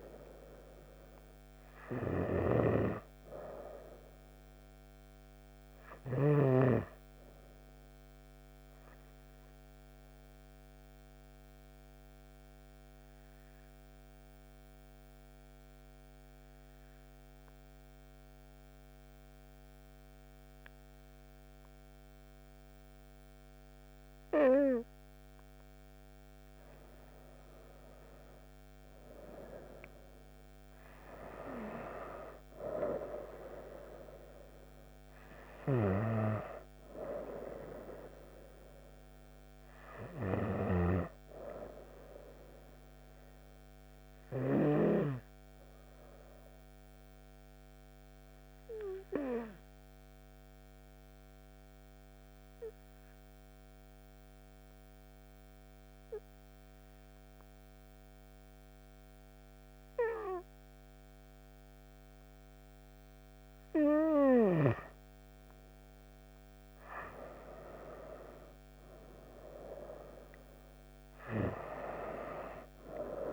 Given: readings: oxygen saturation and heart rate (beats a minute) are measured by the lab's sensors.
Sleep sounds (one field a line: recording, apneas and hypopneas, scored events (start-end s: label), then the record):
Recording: breathing in sleep by a microphone on the trachea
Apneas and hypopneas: 2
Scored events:
0.00-6.50 s: oxygen desaturation (device-marked, oxygen 92% lowest)
10.50-25.00 s: obstructive apnea (oxygen 98% before, 91% lowest)
27.50-48.50 s: oxygen desaturation (device-marked, oxygen 96% before, 91% lowest)
28.00-32.50 s: arousal
49.00-63.00 s: obstructive apnea (oxygen 96% before, 91% lowest)
65.00-68.00 s: arousal
66.50-73.33 s: oxygen desaturation (device-marked, oxygen 96% before, 91% lowest)
From the record:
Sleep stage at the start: N2 (light sleep)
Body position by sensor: on the right side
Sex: female